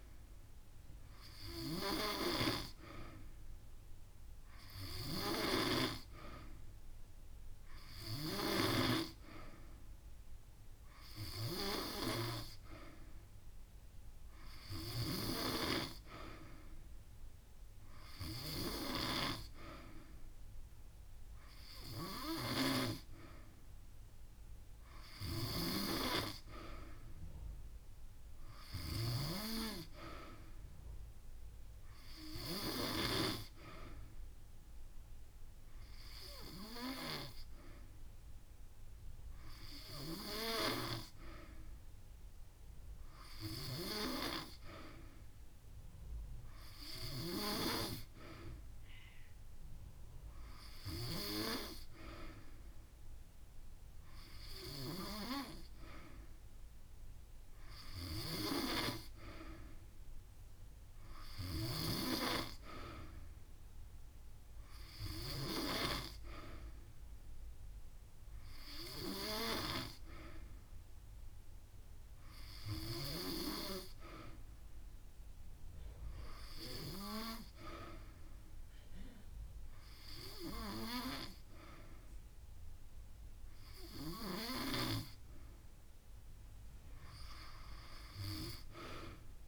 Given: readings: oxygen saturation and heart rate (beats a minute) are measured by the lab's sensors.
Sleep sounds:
breathing in sleep by a room microphone; none
6.00-8.00 s: long interval between heartbeats (device-marked)
26.00-28.00 s: drop in pulse transit time (device-marked)
28.00-30.00 s: long interval between heartbeats (device-marked)
41.50-43.50 s: long interval between heartbeats (device-marked)
45.00-55.00 s: drop in pulse transit time (device-marked)
From the record:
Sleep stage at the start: N2 (light sleep); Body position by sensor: on the back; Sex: female

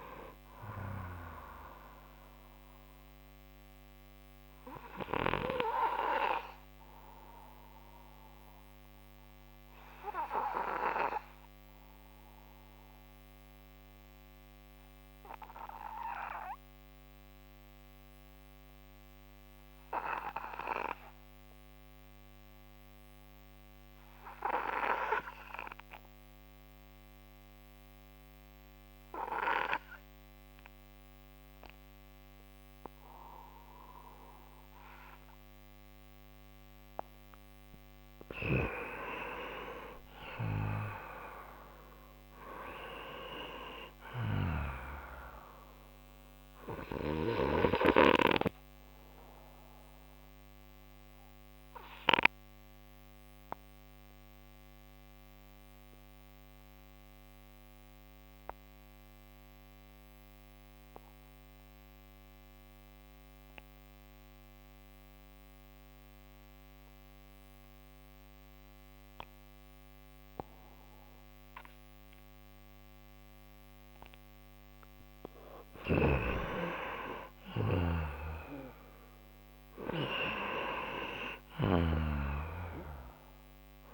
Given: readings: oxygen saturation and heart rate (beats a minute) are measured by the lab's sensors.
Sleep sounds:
breathing in sleep by a microphone on the trachea; 2
0.00-18.00 s: oxygen desaturation (device-marked, oxygen 88% lowest)
2.50-37.50 s: obstructive apnea (oxygen 97% before, 88% lowest)
39.00-42.50 s: arousal
40.00-65.00 s: oxygen desaturation (device-marked, oxygen 97% before, 90% lowest)
47.50-74.50 s: obstructive apnea (oxygen 98% before, 90% lowest)
76.50-80.50 s: arousal
77.50-83.94 s: snoring (device-marked)
80.00-83.94 s: oxygen desaturation (device-marked, oxygen 96% before, 90% lowest)
From the record:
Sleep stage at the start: N2 (light sleep); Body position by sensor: on the right side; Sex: male

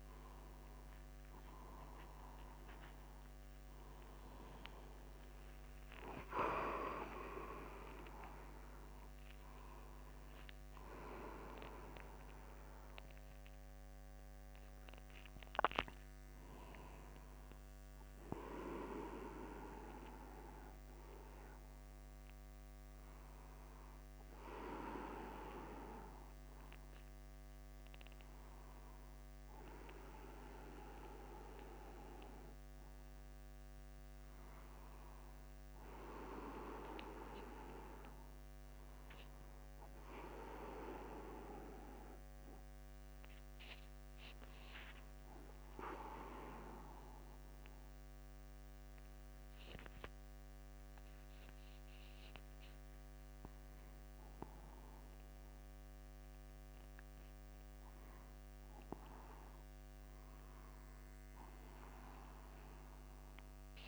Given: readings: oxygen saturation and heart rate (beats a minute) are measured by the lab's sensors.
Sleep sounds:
breathing in sleep by a microphone on the trachea; 1
3.50-5.50 s: long interval between heartbeats (device-marked, heart rate 56 before, 96 extreme)
3.50-9.50 s: arousal
11.00-13.00 s: long interval between heartbeats (device-marked, heart rate 70 before, 64 extreme)
47.00-58.50 s: hypopnea (oxygen 97% before, 94% lowest, heart rate 55 before, 53 extreme, up 0 after)
61.50-63.88 s: arousal
From the record:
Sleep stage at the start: N1 (lightest sleep); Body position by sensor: upright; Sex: male

